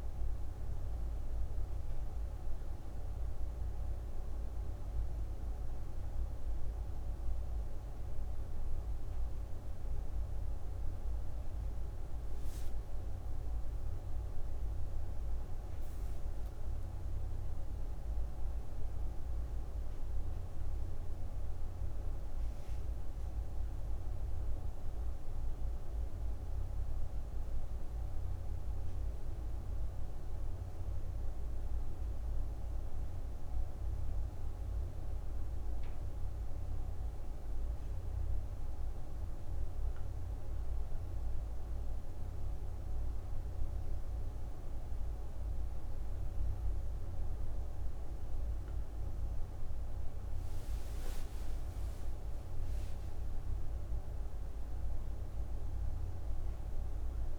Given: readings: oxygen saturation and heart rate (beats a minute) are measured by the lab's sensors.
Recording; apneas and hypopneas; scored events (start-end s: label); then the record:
breathing in sleep, hard to hear, by a room microphone; 1
0.00-22.50 s: oxygen desaturation (device-marked, oxygen 90% lowest, heart rate 58 extreme)
27.50-38.00 s: obstructive apnea (oxygen 97% before, 92% lowest, heart rate 87 before, 58 extreme, up 5 after)
39.50-43.00 s: arousal
45.50-57.38 s: oxygen desaturation (device-marked, oxygen 97% before, 92% lowest, heart rate 62 before, 58 extreme)
From the record:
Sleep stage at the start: N1 (lightest sleep); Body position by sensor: on the right side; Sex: female